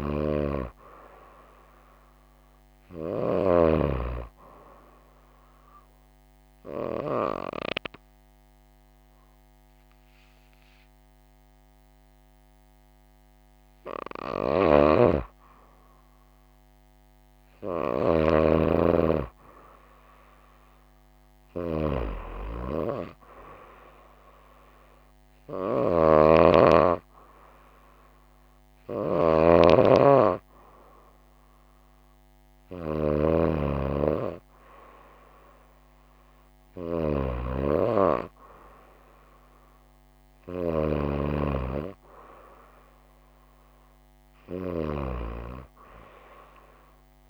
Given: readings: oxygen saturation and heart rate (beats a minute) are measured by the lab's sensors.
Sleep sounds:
breathing in sleep by a microphone on the trachea; 1
5.50-15.50 s: hypopnea (oxygen 95% before, 94% lowest, heart rate 58 before, 53 extreme, up 4 after)
17.50-20.00 s: arousal
From the record:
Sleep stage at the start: N2 (light sleep); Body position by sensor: on the right side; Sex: female

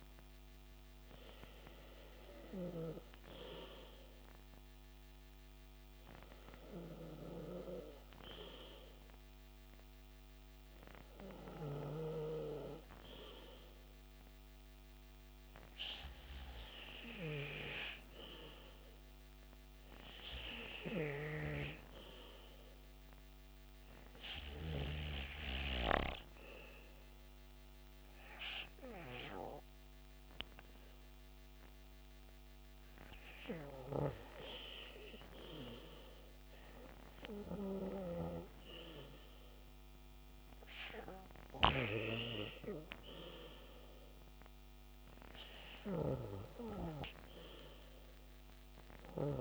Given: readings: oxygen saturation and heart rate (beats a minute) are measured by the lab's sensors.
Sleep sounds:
breathing in sleep by a microphone on the trachea; 1
21.50-32.50 s: hypopnea (oxygen 97% before, 95% lowest, heart rate 68 before, 66 extreme, up 3 after)
34.50-37.50 s: arousal
From the record:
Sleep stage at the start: N2 (light sleep); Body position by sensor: on the back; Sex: male

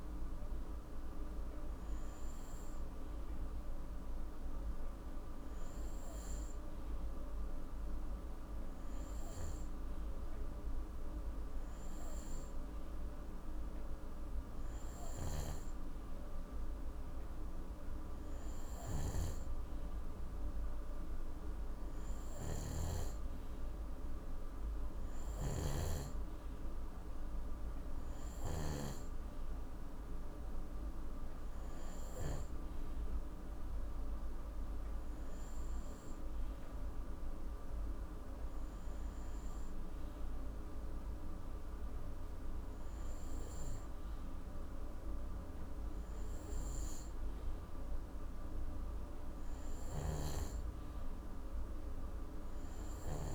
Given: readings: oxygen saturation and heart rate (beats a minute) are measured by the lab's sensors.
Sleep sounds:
breathing in sleep, hard to hear, by a room microphone; none
18.50-28.50 s: snoring (device-marked)
From the record:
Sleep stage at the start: N2 (light sleep); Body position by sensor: on the right side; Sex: male

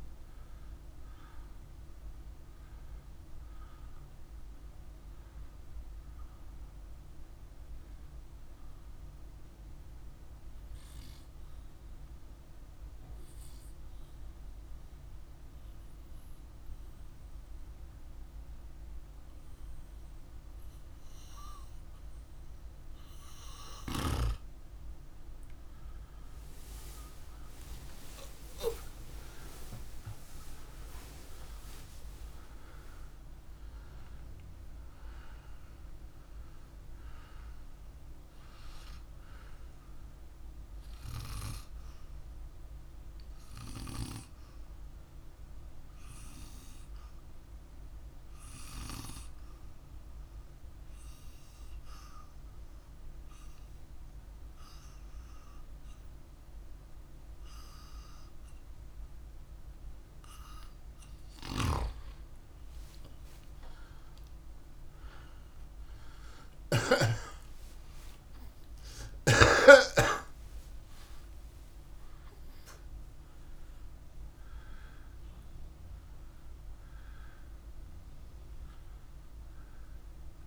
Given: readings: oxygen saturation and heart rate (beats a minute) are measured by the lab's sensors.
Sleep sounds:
breathing in sleep by a room microphone; 2
12.50-23.00 s: obstructive apnea (oxygen 98% before, 96% lowest, heart rate 52 before, 48 extreme, up 12 after)
25.00-30.00 s: arousal
48.50-59.50 s: hypopnea (oxygen 98% before, 96% lowest, heart rate 54 before, 48 extreme, up 3 after)
62.00-66.50 s: arousal
From the record:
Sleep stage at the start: N2 (light sleep); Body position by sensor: on the back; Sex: male

